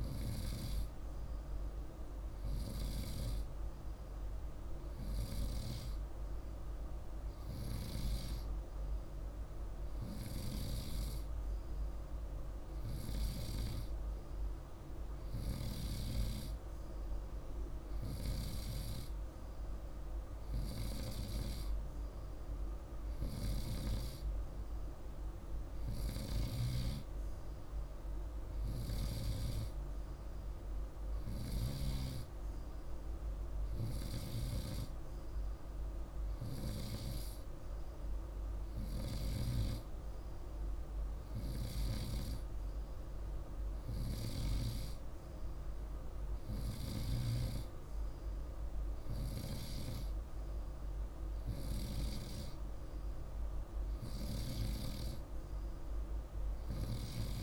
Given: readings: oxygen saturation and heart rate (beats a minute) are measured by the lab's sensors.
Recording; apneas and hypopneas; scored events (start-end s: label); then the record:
breathing in sleep by a room microphone; none
none scored
From the record:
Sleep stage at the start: N2 (light sleep); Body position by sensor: on the right side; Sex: male